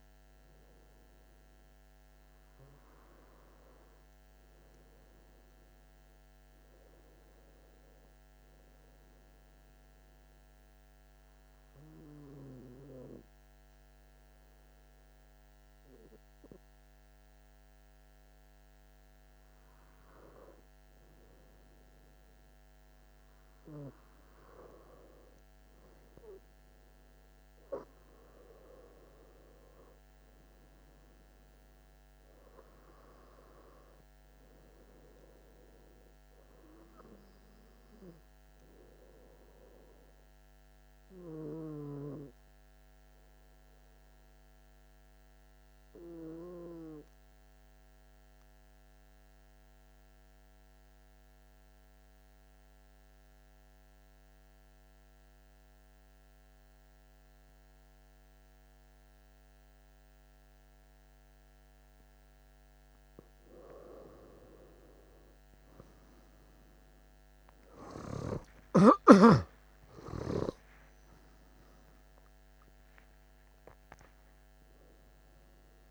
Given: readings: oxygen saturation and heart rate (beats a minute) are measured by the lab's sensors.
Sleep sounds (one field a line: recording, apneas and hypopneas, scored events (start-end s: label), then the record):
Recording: breathing in sleep by a microphone on the trachea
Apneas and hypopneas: 2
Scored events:
8.00-20.00 s: obstructive apnea (oxygen 95% before, 92% lowest, heart rate 46 before, 30 extreme, up 15 after)
10.00-70.00 s: new sleep stage, N2 (light sleep)
23.00-27.50 s: arousal
37.00-63.00 s: obstructive apnea (oxygen 94% before, 91% lowest)
66.50-72.50 s: arousal
67.00-75.91 s: oxygen desaturation (device-marked, oxygen 96% before, 91% lowest)
70.00-75.91 s: new sleep stage, N1 (lightest sleep)
From the record:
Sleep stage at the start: N1 (lightest sleep)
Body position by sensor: on the back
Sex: male